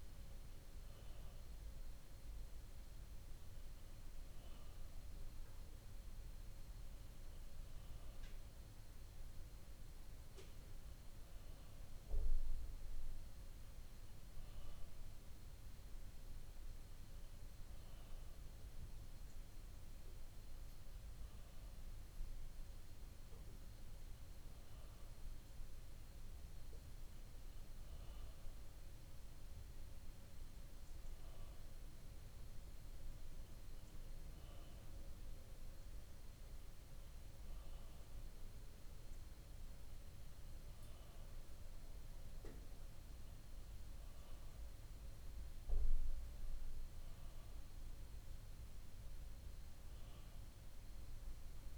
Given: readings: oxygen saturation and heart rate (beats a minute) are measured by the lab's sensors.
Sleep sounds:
breathing in sleep, hard to hear, by a room microphone; none
none scored
From the record:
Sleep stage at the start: N2 (light sleep); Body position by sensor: on the back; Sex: male

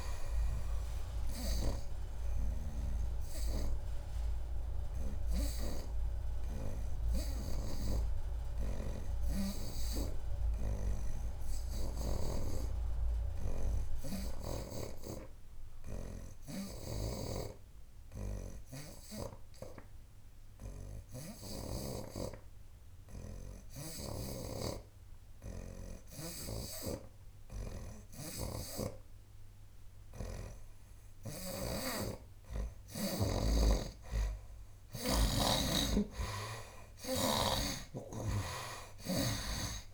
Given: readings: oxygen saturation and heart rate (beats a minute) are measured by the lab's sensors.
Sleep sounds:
breathing in sleep by a room microphone; 1
2.00-20.00 s: oxygen desaturation (device-marked, oxygen 65% before, 59% lowest, heart rate 85 before, 74 extreme)
4.00-31.50 s: obstructive apnea (oxygen 68% before, 59% lowest, heart rate 86 before, 73 extreme, up 7 after)
7.50-12.50 s: snoring (device-marked)
17.00-22.00 s: snoring (device-marked)
22.00-39.94 s: oxygen desaturation (device-marked, oxygen 90% before, 63% lowest, heart rate 79 before, 72 extreme)
26.50-39.94 s: snoring (device-marked)
34.50-38.50 s: arousal
From the record:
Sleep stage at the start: N2 (light sleep); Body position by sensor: on the right side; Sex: male

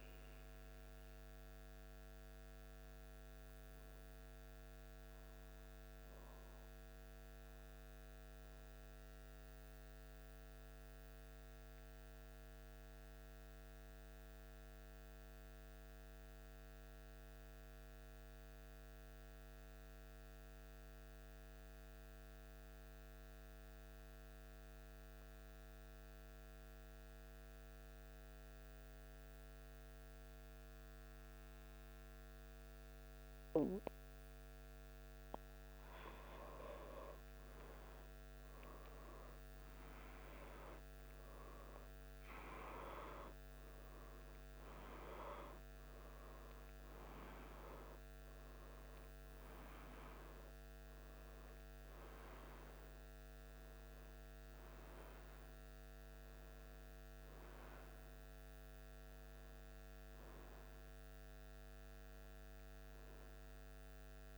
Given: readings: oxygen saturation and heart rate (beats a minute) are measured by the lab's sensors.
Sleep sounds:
breathing in sleep by a microphone on the trachea; 1
0.00-1.00 s: arousal
8.00-35.00 s: central apnea (oxygen 96% before, 93% lowest, heart rate 77 before, 75 extreme, up 0 after)
37.00-41.50 s: arousal
51.50-64.38 s: new sleep stage, N1 (lightest sleep)
From the record:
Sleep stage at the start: N2 (light sleep); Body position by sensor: on the back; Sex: male

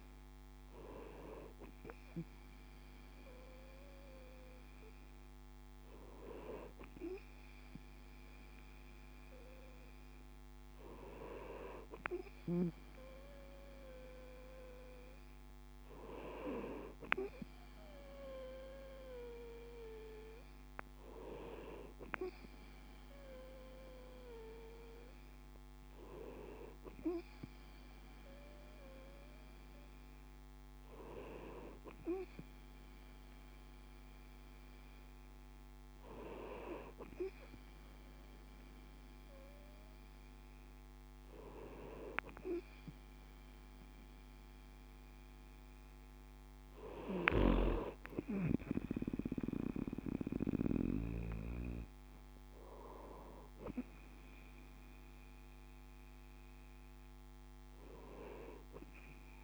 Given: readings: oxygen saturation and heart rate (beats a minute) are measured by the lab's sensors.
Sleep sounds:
breathing in sleep by a microphone on the trachea; none
47.00-51.00 s: snoring (device-marked)
From the record:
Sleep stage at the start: N2 (light sleep); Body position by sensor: on the right side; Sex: male

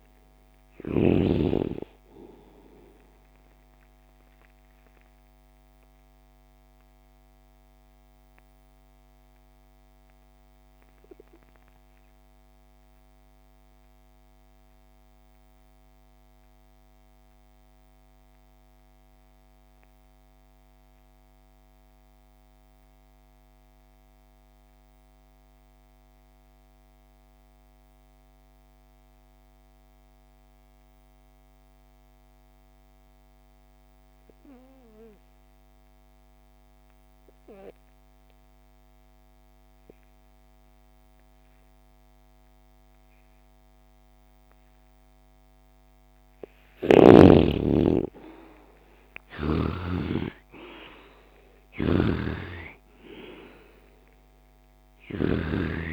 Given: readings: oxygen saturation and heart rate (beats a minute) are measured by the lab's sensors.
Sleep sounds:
breathing in sleep by a microphone on the trachea; 1
0.00-1.00 s: snoring (device-marked)
0.00-19.50 s: oxygen desaturation (device-marked, oxygen 74% lowest)
4.00-46.00 s: mixed apnea (oxygen 93% before, 74% lowest)
38.50-55.93 s: oxygen desaturation (device-marked, oxygen 97% before, 74% lowest)
48.00-51.00 s: arousal
51.50-55.50 s: snoring (device-marked)
From the record:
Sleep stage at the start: REM sleep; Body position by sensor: on the left side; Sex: male

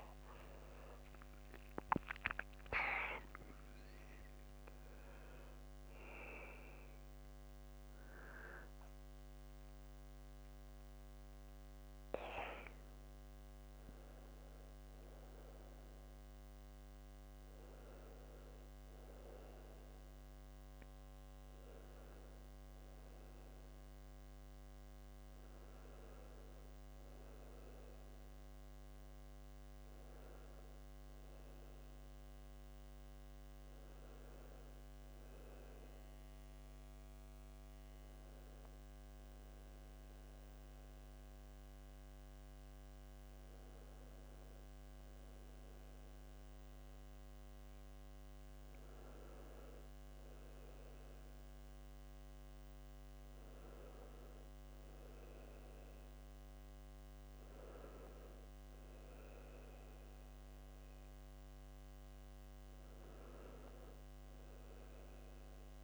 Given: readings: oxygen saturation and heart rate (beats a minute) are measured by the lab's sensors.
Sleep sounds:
breathing in sleep by a microphone on the trachea; none
none scored
From the record:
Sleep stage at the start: N2 (light sleep); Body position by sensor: on the back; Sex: male

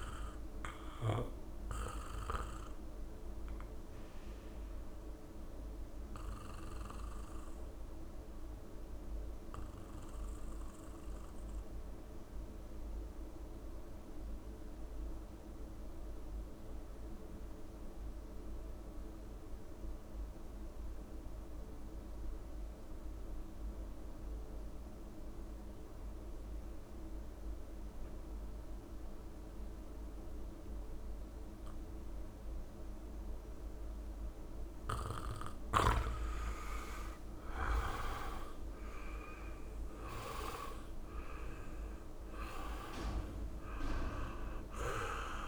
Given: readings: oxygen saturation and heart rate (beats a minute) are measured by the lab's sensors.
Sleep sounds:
breathing in sleep by a room microphone; 1
0.00-11.50 s: oxygen desaturation (device-marked, oxygen 84% lowest)
0.50-34.50 s: mixed apnea (oxygen 99% before, 84% lowest)
25.50-45.47 s: oxygen desaturation (device-marked, oxygen 99% before, 84% lowest)
36.50-41.50 s: arousal
From the record:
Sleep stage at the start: N2 (light sleep); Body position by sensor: on the back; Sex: male

